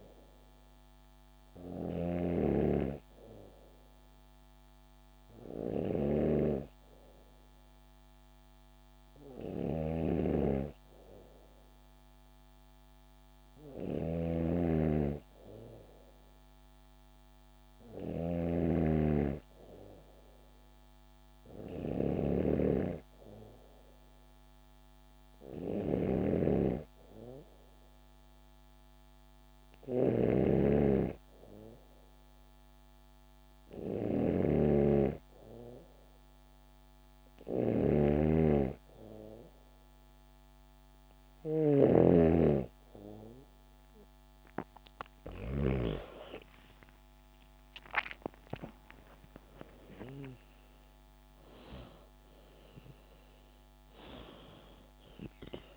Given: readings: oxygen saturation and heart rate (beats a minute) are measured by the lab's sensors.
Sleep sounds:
breathing in sleep by a microphone on the trachea; none
0.00-41.00 s: snoring (device-marked)
45.50-49.00 s: arousal
From the record:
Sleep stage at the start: N2 (light sleep); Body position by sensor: on the back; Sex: female

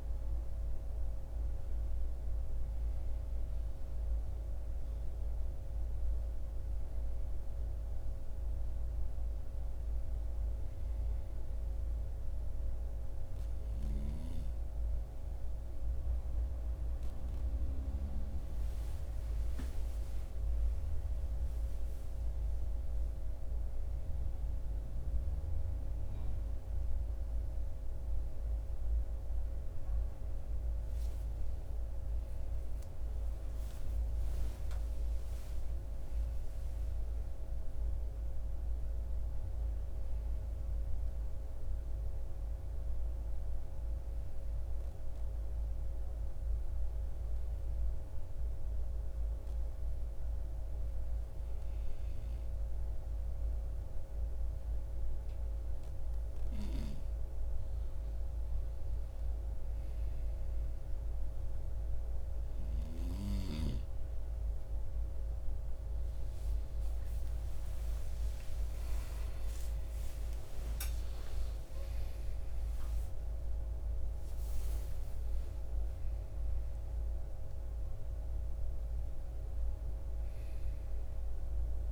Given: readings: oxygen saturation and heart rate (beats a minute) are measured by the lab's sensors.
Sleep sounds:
breathing in sleep, hard to hear, by a room microphone; 1
0.00-1.00 s: arousal
31.50-35.50 s: arousal
42.50-56.50 s: hypopnea (oxygen 95% before, 92% lowest, heart rate 68 before, 56 extreme, up 4 after)
61.00-74.00 s: oxygen desaturation (device-marked, oxygen 95% before, 92% lowest, heart rate 58 before, 54 extreme)
69.00-74.50 s: arousal
From the record:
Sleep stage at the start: N2 (light sleep); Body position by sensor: on the right side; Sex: male

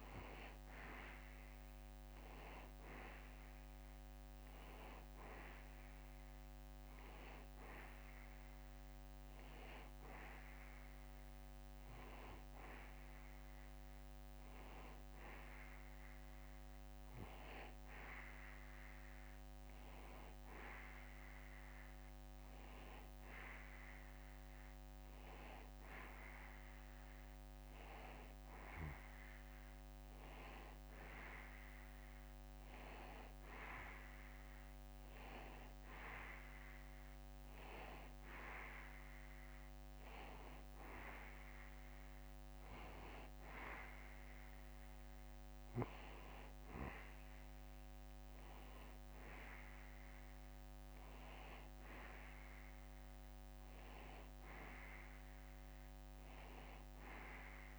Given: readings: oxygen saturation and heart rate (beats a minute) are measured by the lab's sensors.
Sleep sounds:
breathing in sleep by a microphone on the trachea; none
none scored
From the record:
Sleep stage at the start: N2 (light sleep); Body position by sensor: on the back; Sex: male

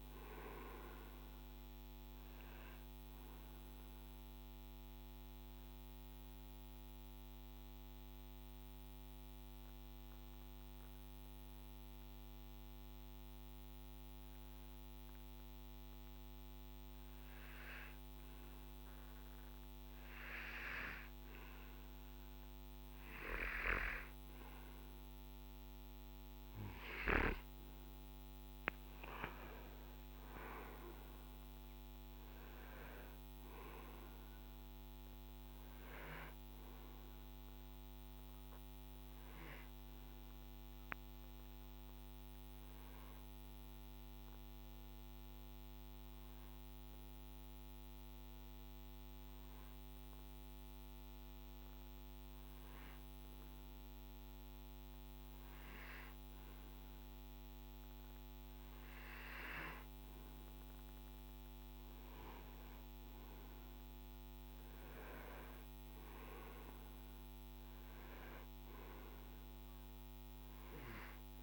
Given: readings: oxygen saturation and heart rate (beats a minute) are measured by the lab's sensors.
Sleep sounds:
breathing in sleep by a microphone on the trachea; 2
0.00-14.50 s: oxygen desaturation (device-marked, oxygen 91% lowest, heart rate 51 extreme)
5.50-25.50 s: hypopnea (oxygen 98% before, 91% lowest, heart rate 60 before, 52 extreme, up 13 after)
26.50-51.50 s: oxygen desaturation (device-marked, oxygen 97% before, 91% lowest, heart rate 56 before, 50 extreme)
28.00-32.00 s: arousal
39.50-57.50 s: hypopnea (oxygen 97% before, 90% lowest, heart rate 62 before, 50 extreme, up 17 after)
60.00-64.50 s: arousal
64.50-71.43 s: oxygen desaturation (device-marked, oxygen 97% before, 91% lowest, heart rate 55 before, 53 extreme)
From the record:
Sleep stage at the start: N2 (light sleep); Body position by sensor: on the right side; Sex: male

